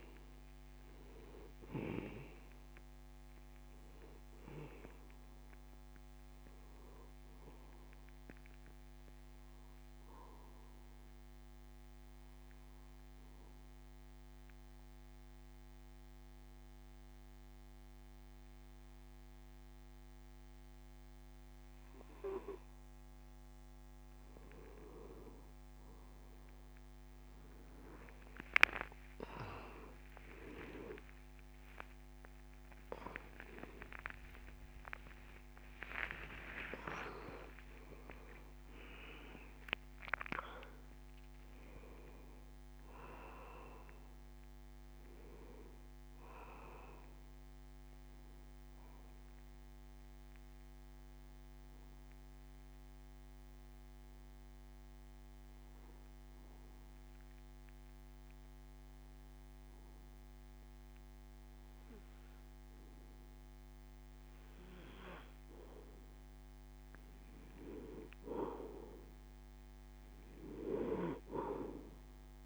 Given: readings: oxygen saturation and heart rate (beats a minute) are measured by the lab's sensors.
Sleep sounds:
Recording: a person partly awake in a sleep study, by a microphone on the trachea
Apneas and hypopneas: 2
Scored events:
8.00-24.00 s: obstructive apnea (oxygen 96% before, 93% lowest)
21.00-51.00 s: new sleep stage, awake
51.00-72.46 s: new sleep stage, N2 (light sleep)
51.50-67.50 s: obstructive apnea (oxygen 96% before, 92% lowest)
70.50-72.46 s: arousal
From the record:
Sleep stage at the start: N2 (light sleep)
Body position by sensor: on the back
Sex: male

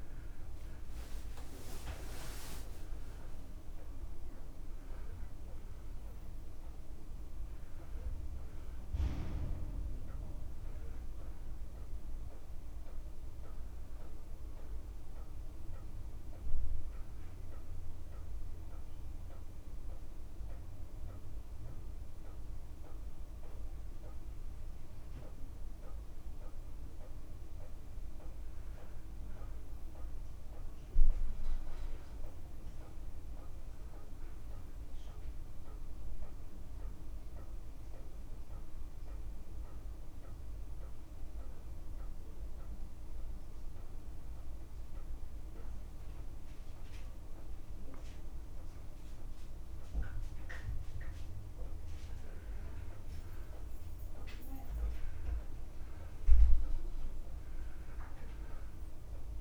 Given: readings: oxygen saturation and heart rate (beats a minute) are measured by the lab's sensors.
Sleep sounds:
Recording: breathing in sleep, hard to hear, by a room microphone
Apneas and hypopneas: 2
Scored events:
0.00-36.50 s: oxygen desaturation (device-marked, oxygen 89% lowest, heart rate 58 extreme)
2.00-4.00 s: long interval between heartbeats (device-marked, heart rate 61 before, 78 extreme)
17.50-27.50 s: central apnea (oxygen 93% before, 89% lowest, heart rate 67 before, 58 extreme, up 4 after)
29.00-32.50 s: arousal
39.50-51.50 s: hypopnea (oxygen 97% before, 90% lowest, heart rate 60 before, 57 extreme, up 1 after)
54.50-58.00 s: arousal
From the record:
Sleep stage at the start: N2 (light sleep)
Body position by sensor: on the back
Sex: male

